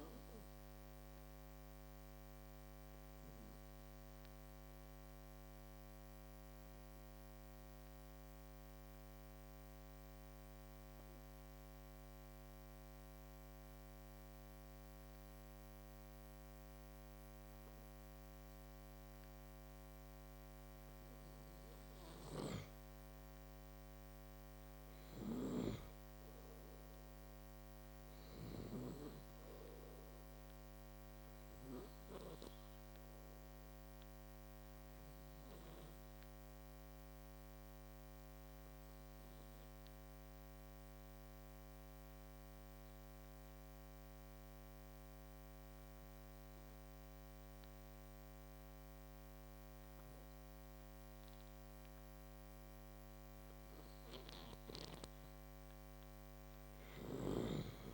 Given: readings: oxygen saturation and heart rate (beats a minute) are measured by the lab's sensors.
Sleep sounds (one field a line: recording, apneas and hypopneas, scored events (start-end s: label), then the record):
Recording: breathing in sleep, hard to hear, by a microphone on the trachea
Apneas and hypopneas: 2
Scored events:
0.00-16.00 s: oxygen desaturation (device-marked, oxygen 91% lowest, heart rate 53 extreme)
1.50-21.00 s: obstructive apnea (oxygen 96% before, 90% lowest, heart rate 63 before, 53 extreme, up 8 after)
21.50-25.00 s: snoring (device-marked)
23.00-25.50 s: arousal
29.00-47.00 s: oxygen desaturation (device-marked, oxygen 97% before, 91% lowest, heart rate 59 before, 56 extreme)
34.50-53.00 s: obstructive apnea (oxygen 97% before, 90% lowest, heart rate 61 before, 56 extreme, up 8 after)
56.50-57.94 s: snoring (device-marked)
From the record:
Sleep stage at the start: N2 (light sleep)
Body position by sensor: on the right side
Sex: male